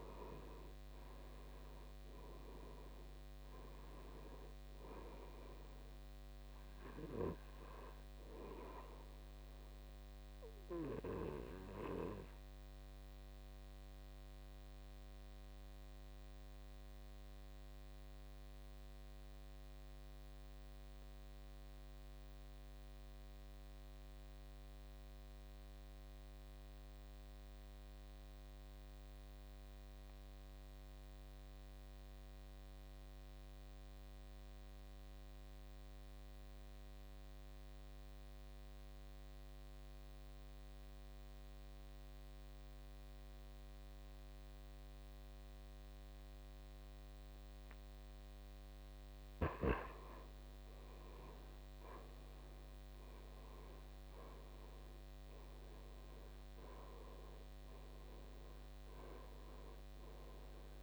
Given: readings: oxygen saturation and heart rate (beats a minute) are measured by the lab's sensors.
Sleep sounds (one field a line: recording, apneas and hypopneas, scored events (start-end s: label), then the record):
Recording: breathing in sleep by a microphone on the trachea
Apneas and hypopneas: 1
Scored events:
0.00-23.50 s: oxygen desaturation (device-marked, oxygen 79% lowest, heart rate 55 extreme)
13.00-48.00 s: obstructive apnea (oxygen 97% before, 74% lowest, heart rate 67 before, 56 extreme, up 11 after)
42.50-60.83 s: oxygen desaturation (device-marked, oxygen 97% before, 74% lowest, heart rate 60 before, 53 extreme)
51.00-55.00 s: arousal
From the record:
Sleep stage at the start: N2 (light sleep)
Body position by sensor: on the back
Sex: male